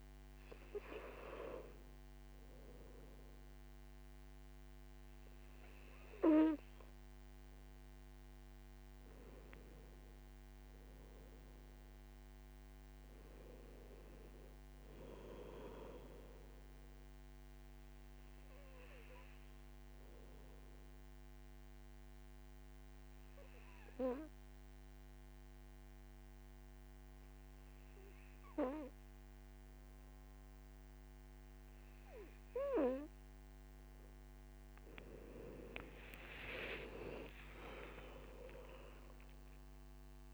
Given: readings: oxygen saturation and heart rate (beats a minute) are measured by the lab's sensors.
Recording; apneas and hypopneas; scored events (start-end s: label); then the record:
breathing in sleep by a microphone on the trachea; 1
10.00-14.00 s: arousal
17.50-33.50 s: obstructive apnea (oxygen 98% before, 92% lowest, heart rate 62 before, 54 extreme, up 24 after)
36.00-40.34 s: arousal
37.00-39.00 s: long interval between heartbeats (device-marked, heart rate 57 before, 74 extreme)
From the record:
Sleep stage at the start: N2 (light sleep); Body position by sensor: on the right side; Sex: male